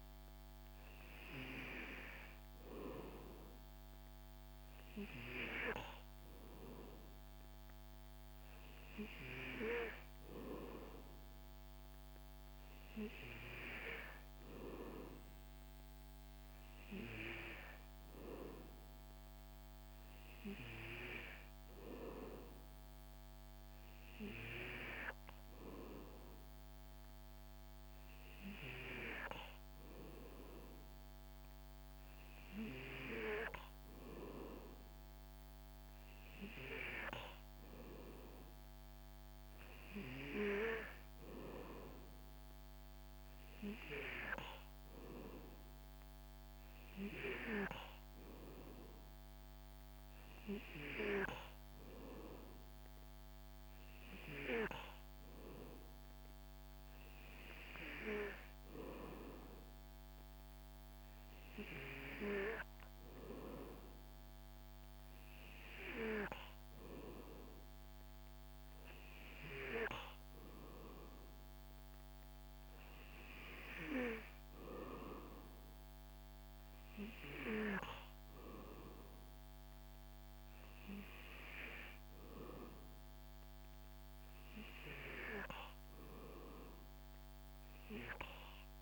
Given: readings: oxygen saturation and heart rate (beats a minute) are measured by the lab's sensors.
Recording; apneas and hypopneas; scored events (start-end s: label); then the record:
breathing in sleep by a microphone on the trachea; none
none scored
From the record:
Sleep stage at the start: N2 (light sleep); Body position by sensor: on the back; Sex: male